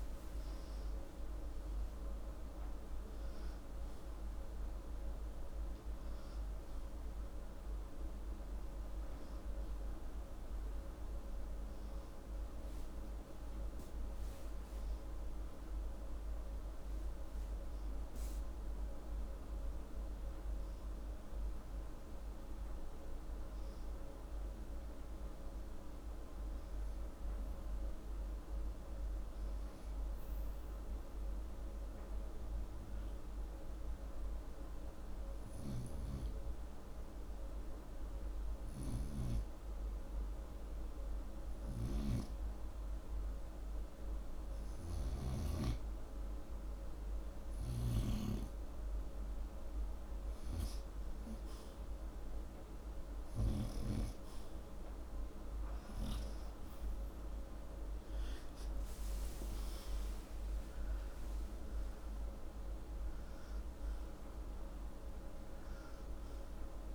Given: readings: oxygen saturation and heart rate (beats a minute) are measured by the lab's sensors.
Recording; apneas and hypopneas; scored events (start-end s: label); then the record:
breathing in sleep by a room microphone; 1
0.00-2.50 s: arousal
31.00-43.50 s: obstructive apnea (oxygen 97% before, 93% lowest)
58.00-62.00 s: arousal
From the record:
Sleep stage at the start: N2 (light sleep); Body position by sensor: upright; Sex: male